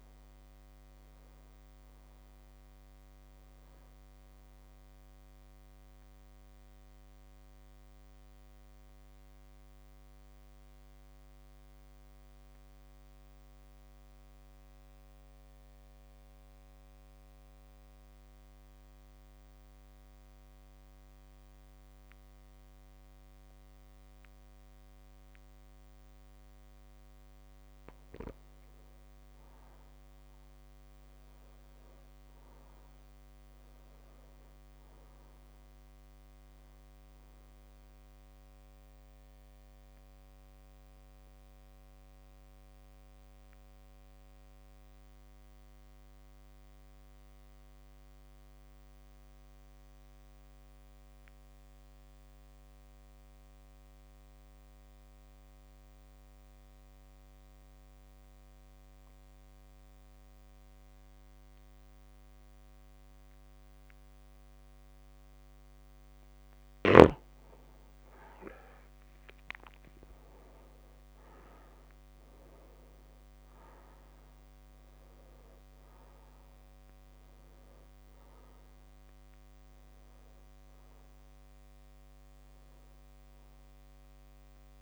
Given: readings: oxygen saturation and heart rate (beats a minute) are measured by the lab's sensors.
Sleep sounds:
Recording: breathing in sleep, hard to hear, by a microphone on the trachea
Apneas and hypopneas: 2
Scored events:
0.00-21.00 s: oxygen desaturation (device-marked, oxygen 90% lowest)
6.00-27.00 s: central apnea (oxygen 100% before, 90% lowest)
13.00-84.82 s: new sleep stage, REM sleep
20.00-22.00 s: long interval between heartbeats (device-marked)
28.50-33.00 s: arousal
38.50-64.50 s: mixed apnea (oxygen 100% before, 90% lowest)
40.00-57.00 s: oxygen desaturation (device-marked, oxygen 100% before, 96% lowest)
67.00-70.50 s: arousal
71.00-84.82 s: oxygen desaturation (device-marked, oxygen 99% before, 90% lowest)
From the record:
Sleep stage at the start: N2 (light sleep)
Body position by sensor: on the back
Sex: male

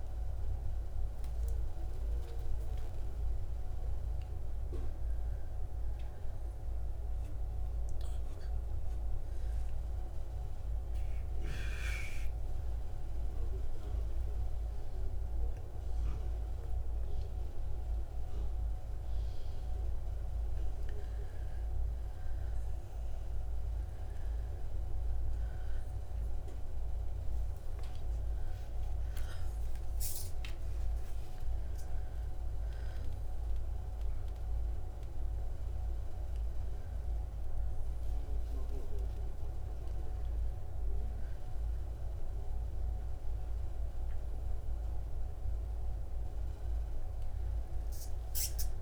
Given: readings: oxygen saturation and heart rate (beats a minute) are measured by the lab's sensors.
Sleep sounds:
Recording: breathing in sleep, hard to hear, by a room microphone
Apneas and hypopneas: 1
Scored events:
0.50-4.50 s: arousal
7.00-19.50 s: hypopnea (oxygen 93% before, 88% lowest, heart rate 63 before, 60 extreme, up 4 after)
24.00-28.50 s: arousal
34.50-46.50 s: oxygen desaturation (device-marked, oxygen 92% before, 88% lowest, heart rate 63 before, 63 extreme)
From the record:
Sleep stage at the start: N2 (light sleep)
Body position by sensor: on the back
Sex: female

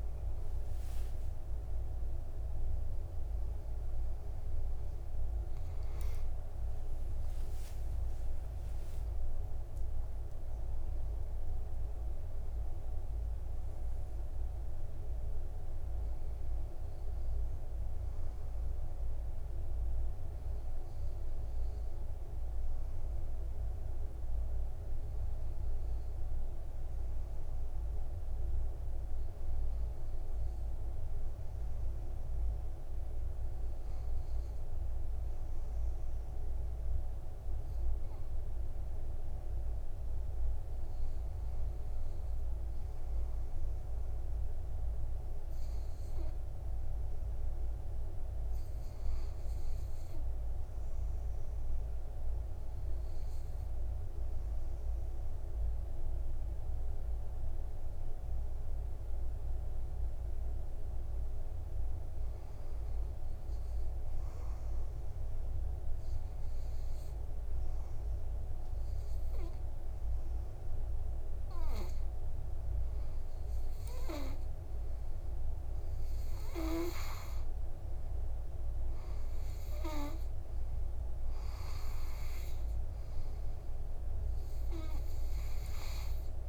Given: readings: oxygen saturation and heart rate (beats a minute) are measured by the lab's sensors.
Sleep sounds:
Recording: breathing in sleep, hard to hear, by a room microphone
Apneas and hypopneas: 1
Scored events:
7.50-11.50 s: arousal
8.00-10.00 s: long interval between heartbeats (device-marked, heart rate 60 before, 71 extreme)
20.00-59.50 s: obstructive apnea (oxygen 98% before, 90% lowest, heart rate 69 before, 50 extreme, up 5 after)
43.00-73.00 s: oxygen desaturation (device-marked, oxygen 100% before, 93% lowest, heart rate 51 before, 52 extreme)
60.50-64.00 s: arousal
80.00-86.49 s: oxygen desaturation (device-marked, oxygen 95% before, 90% lowest, heart rate 60 before, 52 extreme)
From the record:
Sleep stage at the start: REM sleep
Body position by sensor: on the back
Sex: male

